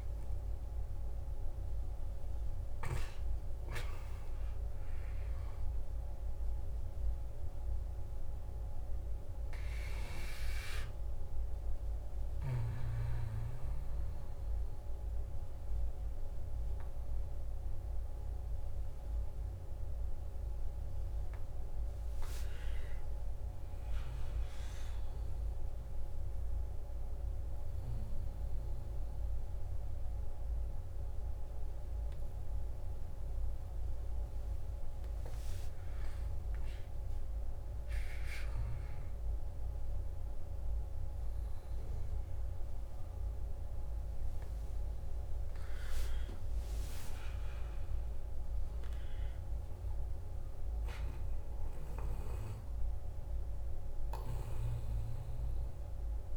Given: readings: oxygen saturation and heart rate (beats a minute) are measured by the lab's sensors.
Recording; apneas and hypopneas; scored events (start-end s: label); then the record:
breathing in sleep, hard to hear, by a room microphone; 1
0.00-24.50 s: oxygen desaturation (device-marked, oxygen 90% lowest, heart rate 51 extreme)
8.00-21.00 s: hypopnea (oxygen 98% before, 90% lowest, heart rate 60 before, 51 extreme, up 7 after)
22.50-26.50 s: arousal
46.00-50.00 s: arousal
From the record:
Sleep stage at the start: N2 (light sleep); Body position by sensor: on the back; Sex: male